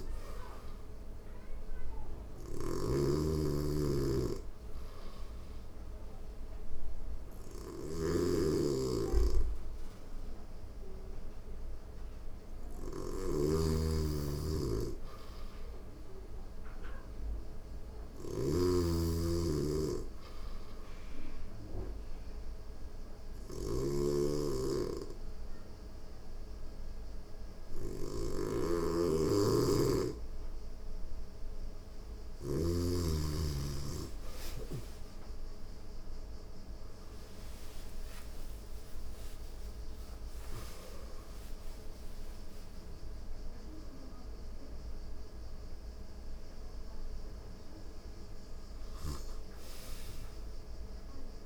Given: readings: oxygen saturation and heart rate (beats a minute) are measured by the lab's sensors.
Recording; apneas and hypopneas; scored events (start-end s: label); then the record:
breathing in sleep by a room microphone; 1
0.00-1.50 s: arousal
0.00-32.00 s: snoring (device-marked)
20.00-32.50 s: hypopnea (oxygen 95% before, 91% lowest, heart rate 90 before, 89 extreme, up 24 after)
36.00-41.50 s: arousal
From the record:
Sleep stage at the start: N2 (light sleep); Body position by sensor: on the back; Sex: female